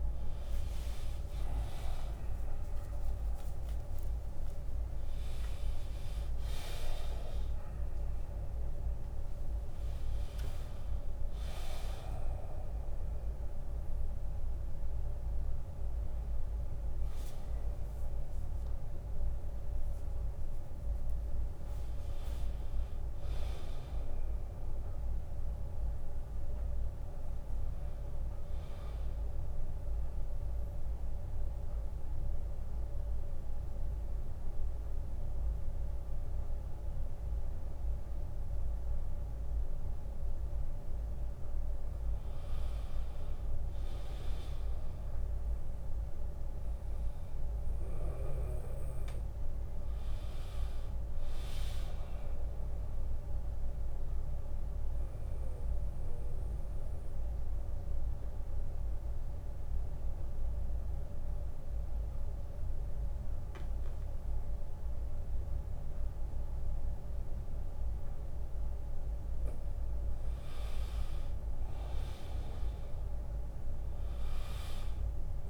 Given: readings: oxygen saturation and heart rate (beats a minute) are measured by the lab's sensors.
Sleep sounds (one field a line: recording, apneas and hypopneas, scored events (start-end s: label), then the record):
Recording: a person partly awake in a sleep study, hard to hear, by a room microphone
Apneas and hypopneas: 2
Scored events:
0.00-2.00 s: long interval between heartbeats (device-marked, heart rate 77 before, 77 extreme)
0.00-5.00 s: snoring (device-marked)
2.00-8.00 s: bradycardia (device-marked, heart rate 75 before, 52 extreme)
2.00-15.00 s: oxygen desaturation (device-marked, oxygen 92% before, 88% lowest, heart rate 78 before, 49 extreme)
2.50-4.50 s: long interval between heartbeats (device-marked, heart rate 78 before, 77 extreme)
12.00-14.00 s: long interval between heartbeats (device-marked, heart rate 69 before, 67 extreme)
17.00-75.50 s: new sleep stage, N2 (light sleep)
17.50-19.50 s: long interval between heartbeats (device-marked, heart rate 68 before, 69 extreme)
27.00-29.00 s: long interval between heartbeats (device-marked, heart rate 67 before, 68 extreme)
30.00-40.50 s: obstructive apnea (oxygen 100% before, 92% lowest, heart rate 70 before, 52 extreme, up 9 after)
32.50-34.50 s: long interval between heartbeats (device-marked, heart rate 71 before, 72 extreme)
37.50-39.50 s: long interval between heartbeats (device-marked, heart rate 70 before, 60 extreme)
42.00-44.00 s: long interval between heartbeats (device-marked, heart rate 69 before, 59 extreme)
42.50-46.50 s: arousal
44.00-50.00 s: bradycardia (device-marked, heart rate 74 before, 52 extreme)
45.00-47.00 s: long interval between heartbeats (device-marked, heart rate 68 before, 69 extreme)
51.00-66.00 s: oxygen desaturation (device-marked, oxygen 99% before, 94% lowest, heart rate 65 before, 48 extreme)
53.50-55.50 s: long interval between heartbeats (device-marked, heart rate 63 before, 73 extreme)
55.00-69.00 s: obstructive apnea (oxygen 100% before, 92% lowest, heart rate 64 before, 48 extreme, up 26 after)
65.00-67.00 s: long interval between heartbeats (device-marked, heart rate 69 before, 65 extreme)
65.00-70.00 s: bradycardia (device-marked, heart rate 74 before, 53 extreme)
71.50-75.00 s: arousal
From the record:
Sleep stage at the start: awake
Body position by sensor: on the back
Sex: male